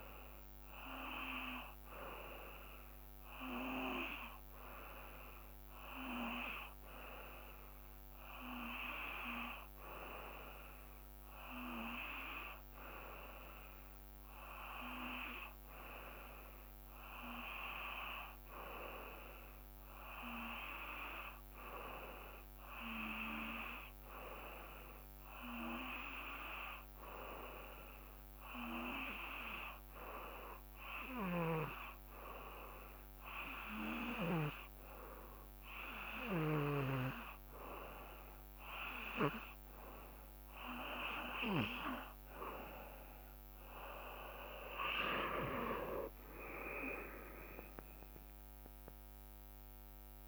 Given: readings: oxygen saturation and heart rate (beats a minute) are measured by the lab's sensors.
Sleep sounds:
breathing in sleep by a microphone on the trachea; 1
0.00-7.00 s: drop in pulse transit time (device-marked, heart rate 57 extreme)
7.00-38.00 s: hypopnea (oxygen 94% before, 89% lowest, heart rate 61 before, 54 extreme, up 1 after)
41.00-45.50 s: arousal
From the record:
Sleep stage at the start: N2 (light sleep); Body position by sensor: on the back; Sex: male

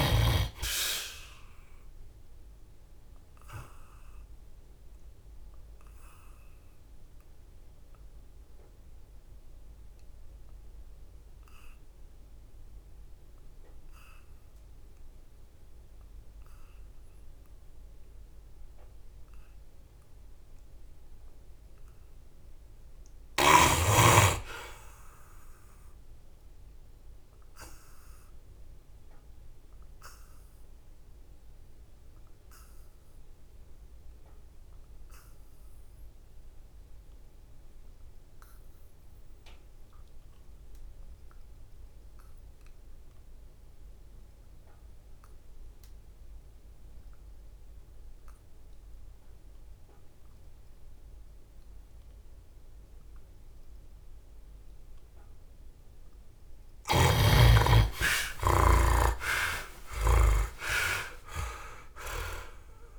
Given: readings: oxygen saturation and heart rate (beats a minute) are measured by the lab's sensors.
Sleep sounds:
breathing in sleep by a room microphone; 2
1.50-17.50 s: oxygen desaturation (device-marked, oxygen 82% before, 61% lowest, heart rate 76 before, 67 extreme)
1.50-19.50 s: obstructive apnea (oxygen 82% before, 51% lowest, heart rate 76 before, 67 extreme, up 5 after)
22.00-25.50 s: arousal
29.50-55.00 s: obstructive apnea (oxygen 85% before, 51% lowest, heart rate 70 before, 70 extreme, up 31 after)
31.50-44.50 s: oxygen desaturation (device-marked, oxygen 85% before, 64% lowest, heart rate 70 before, 72 extreme)
46.50-62.99 s: oxygen desaturation (device-marked, oxygen 83% before, 51% lowest, heart rate 73 before, 67 extreme)
56.50-62.99 s: snoring (device-marked)
57.00-60.50 s: arousal
From the record:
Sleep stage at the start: N2 (light sleep); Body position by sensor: on the back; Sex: male

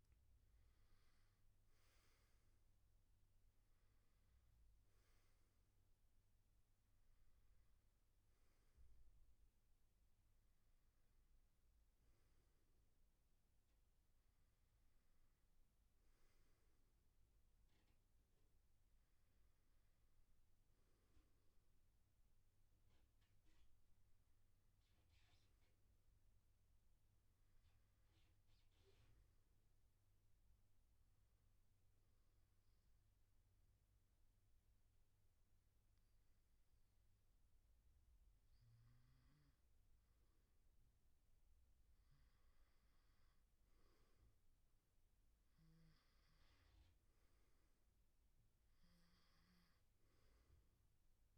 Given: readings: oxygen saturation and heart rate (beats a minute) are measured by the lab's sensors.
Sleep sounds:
breathing in sleep, hard to hear, by a room microphone; 1
0.00-1.00 s: arousal
0.00-15.00 s: oxygen desaturation (device-marked, oxygen 92% lowest, heart rate 63 extreme)
29.50-41.00 s: hypopnea (oxygen 97% before, 90% lowest, heart rate 74 before, 63 extreme, up 6 after)
43.00-45.50 s: arousal
44.00-51.38 s: oxygen desaturation (device-marked, oxygen 96% before, 91% lowest, heart rate 67 before, 65 extreme)
From the record:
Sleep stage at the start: N2 (light sleep); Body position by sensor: on the back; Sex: male

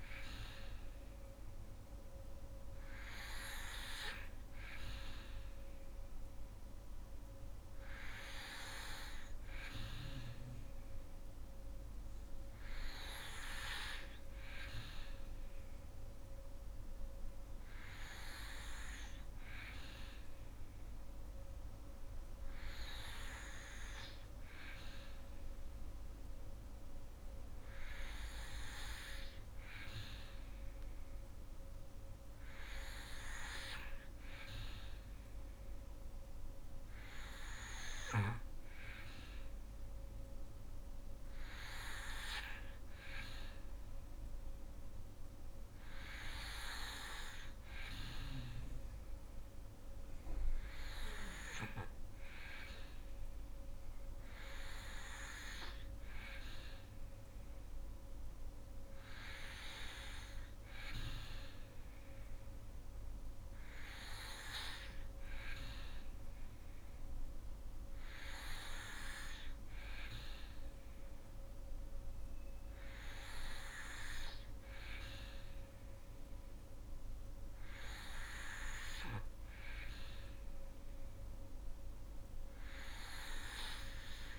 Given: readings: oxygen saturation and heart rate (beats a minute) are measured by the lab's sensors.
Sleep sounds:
breathing in sleep by a room microphone; none
none scored
From the record:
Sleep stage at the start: N2 (light sleep); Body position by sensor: on the back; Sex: female

